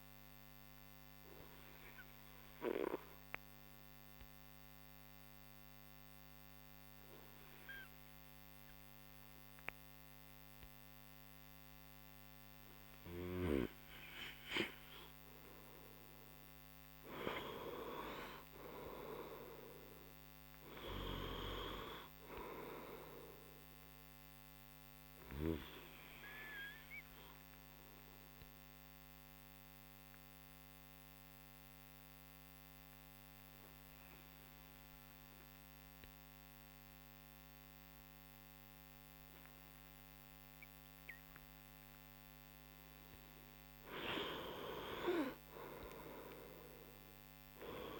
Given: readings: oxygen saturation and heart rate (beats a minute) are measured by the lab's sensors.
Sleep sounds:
breathing in sleep by a microphone on the trachea; 2
0.50-14.00 s: obstructive apnea (oxygen 99% before, 94% lowest)
16.50-20.00 s: arousal
25.50-43.50 s: mixed apnea (oxygen 97% before, 93% lowest)
31.00-42.00 s: oxygen desaturation (device-marked, oxygen 97% before, 94% lowest)
45.50-48.00 s: arousal
From the record:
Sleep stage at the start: N2 (light sleep); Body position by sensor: on the front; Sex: male

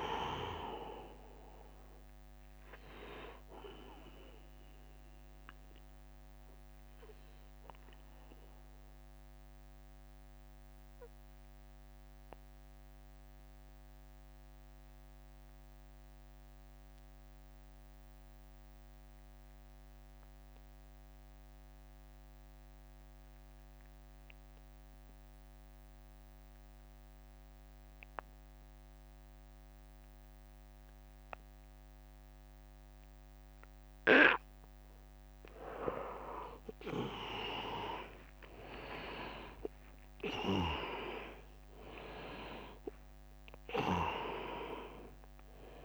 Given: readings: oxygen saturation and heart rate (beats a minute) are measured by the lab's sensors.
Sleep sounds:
breathing in sleep by a microphone on the trachea; 1
0.00-2.00 s: drop in pulse transit time (device-marked, heart rate 74 extreme)
0.00-16.00 s: oxygen desaturation (device-marked, oxygen 78% lowest, heart rate 70 extreme)
6.00-34.50 s: mixed apnea (oxygen 100% before, 78% lowest, heart rate 80 before, 70 extreme, up 13 after)
12.50-14.50 s: long interval between heartbeats (device-marked, heart rate 77 before, 80 extreme)
28.50-30.50 s: long interval between heartbeats (device-marked, heart rate 77 before, 72 extreme)
32.00-45.84 s: oxygen desaturation (device-marked, oxygen 100% before, 80% lowest, heart rate 77 before, 71 extreme)
36.50-40.50 s: arousal
37.00-45.84 s: drop in pulse transit time (device-marked, heart rate 77 before, 80 extreme)
From the record:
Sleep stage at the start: N2 (light sleep); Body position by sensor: on the back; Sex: male

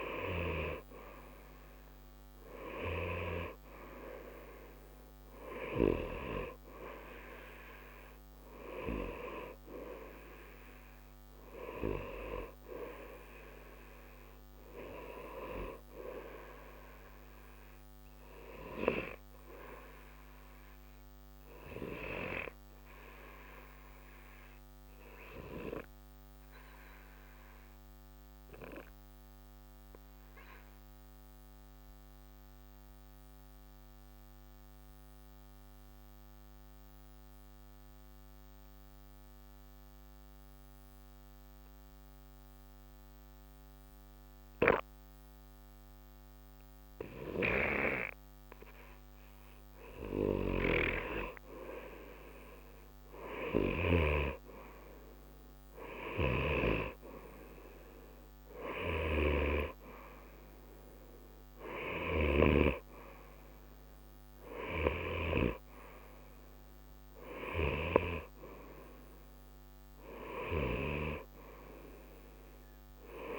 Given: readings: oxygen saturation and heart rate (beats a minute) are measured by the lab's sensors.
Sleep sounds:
breathing in sleep by a microphone on the trachea; 1
0.00-28.00 s: oxygen desaturation (device-marked, oxygen 91% lowest, heart rate 60 extreme)
24.50-49.00 s: obstructive apnea (oxygen 94% before, 89% lowest, heart rate 60 before, 60 extreme, up 0 after)
50.00-73.39 s: oxygen desaturation (device-marked, oxygen 96% before, 89% lowest, heart rate 60 before, 60 extreme)
51.50-55.50 s: arousal
From the record:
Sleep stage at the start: N2 (light sleep); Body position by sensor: on the right side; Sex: male

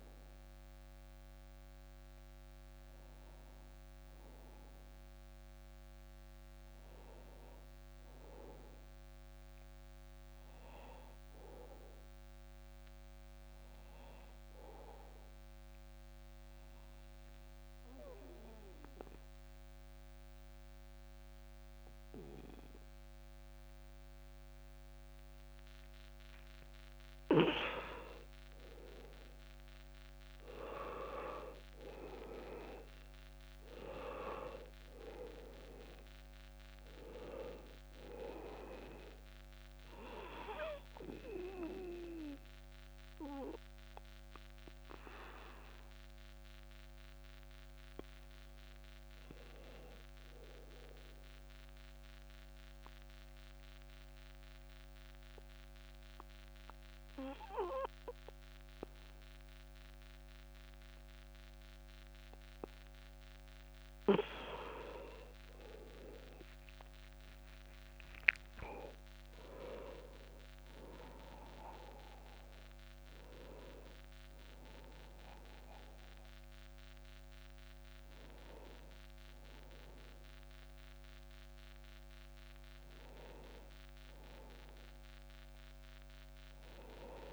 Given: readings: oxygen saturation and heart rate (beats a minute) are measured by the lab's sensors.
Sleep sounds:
breathing in sleep by a microphone on the trachea; 2
0.00-9.00 s: oxygen desaturation (device-marked, oxygen 92% lowest)
9.50-13.00 s: arousal
14.50-27.00 s: obstructive apnea (oxygen 99% before, 93% lowest)
29.00-33.50 s: arousal
38.00-56.00 s: oxygen desaturation (device-marked, oxygen 98% before, 93% lowest)
51.50-63.50 s: obstructive apnea (oxygen 98% before, 93% lowest)
66.00-69.50 s: arousal
77.00-87.33 s: oxygen desaturation (device-marked, oxygen 98% before, 93% lowest)
84.00-87.33 s: arousal
From the record:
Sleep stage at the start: N2 (light sleep); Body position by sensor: on the back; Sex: male

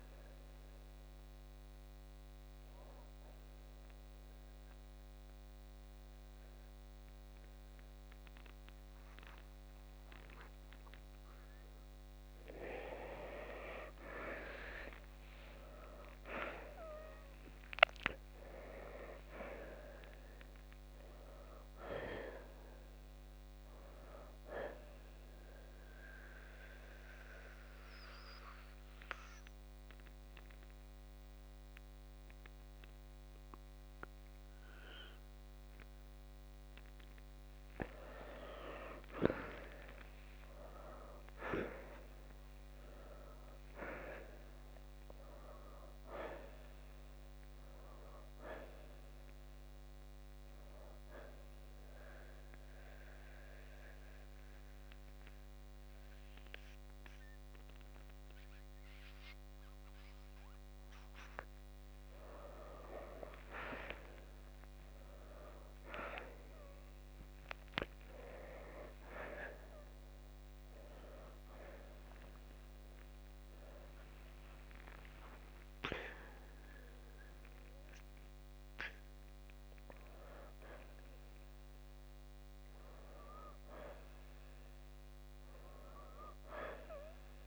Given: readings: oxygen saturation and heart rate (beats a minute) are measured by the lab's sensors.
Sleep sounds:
breathing in sleep by a microphone on the trachea; 2
3.50-16.50 s: oxygen desaturation (device-marked, oxygen 94% before, 84% lowest, heart rate 65 before, 55 extreme)
17.00-21.00 s: arousal
25.00-37.00 s: mixed apnea (oxygen 95% before, 85% lowest, heart rate 66 before, 55 extreme, up 12 after)
31.50-41.50 s: oxygen desaturation (device-marked, oxygen 95% before, 86% lowest, heart rate 66 before, 56 extreme)
39.50-44.00 s: arousal
51.50-61.50 s: central apnea (oxygen 95% before, 85% lowest, heart rate 63 before, 56 extreme, up 3 after)
56.50-69.50 s: oxygen desaturation (device-marked, oxygen 94% before, 85% lowest, heart rate 67 before, 56 extreme)
63.00-66.50 s: arousal
81.50-87.47 s: oxygen desaturation (device-marked, oxygen 94% before, 87% lowest, heart rate 68 before, 59 extreme)
From the record:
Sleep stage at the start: N2 (light sleep); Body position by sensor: on the back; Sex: male

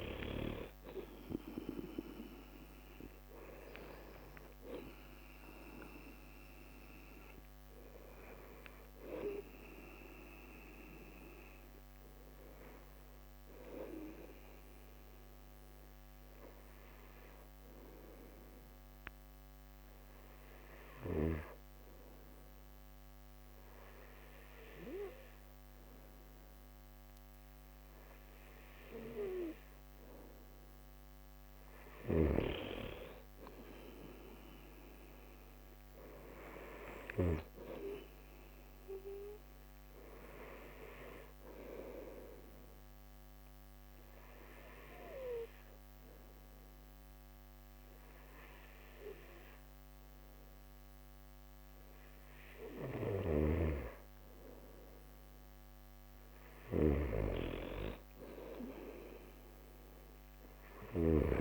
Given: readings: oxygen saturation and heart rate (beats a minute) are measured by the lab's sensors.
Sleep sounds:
breathing in sleep by a microphone on the trachea; 2
6.50-25.50 s: oxygen desaturation (device-marked, oxygen 96% before, 90% lowest)
13.00-30.00 s: hypopnea (oxygen 96% before, 90% lowest)
32.00-37.50 s: snoring (device-marked)
32.50-36.00 s: arousal
42.50-54.00 s: obstructive apnea (oxygen 96% before, 91% lowest)
45.50-52.50 s: oxygen desaturation (device-marked, oxygen 94% before, 91% lowest)
53.00-61.41 s: snoring (device-marked)
56.50-60.00 s: arousal
From the record:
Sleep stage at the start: N2 (light sleep); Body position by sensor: on the right side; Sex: male

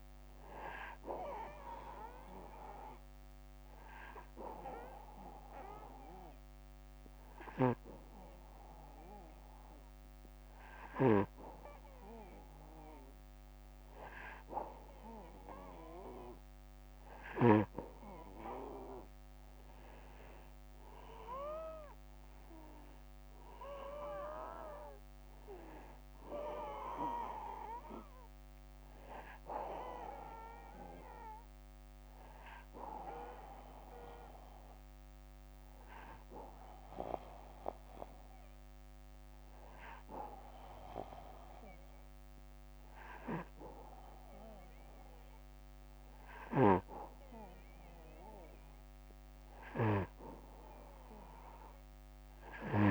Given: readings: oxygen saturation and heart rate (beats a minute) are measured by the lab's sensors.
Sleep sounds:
breathing in sleep by a microphone on the trachea; 2
1.50-13.50 s: hypopnea (oxygen 95% before, 92% lowest, heart rate 62 before, 60 extreme, up 4 after)
19.50-23.00 s: arousal
32.00-48.00 s: hypopnea (oxygen 95% before, 91% lowest, heart rate 64 before, 60 extreme, up 4 after)
From the record:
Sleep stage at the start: N2 (light sleep); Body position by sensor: on the back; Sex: male

